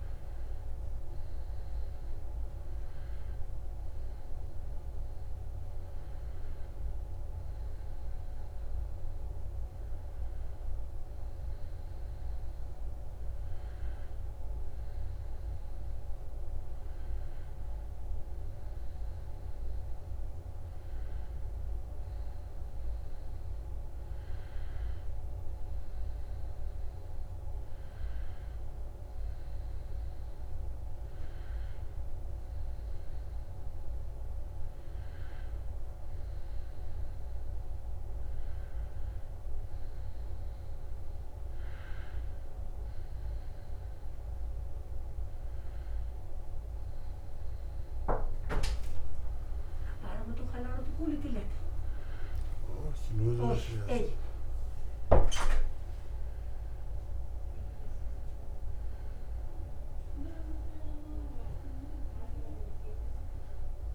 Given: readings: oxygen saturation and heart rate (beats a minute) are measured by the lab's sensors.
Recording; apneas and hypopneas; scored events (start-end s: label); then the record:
a person awake in a sleep study, by a room microphone; none
none scored
From the record:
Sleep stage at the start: awake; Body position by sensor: on the back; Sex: male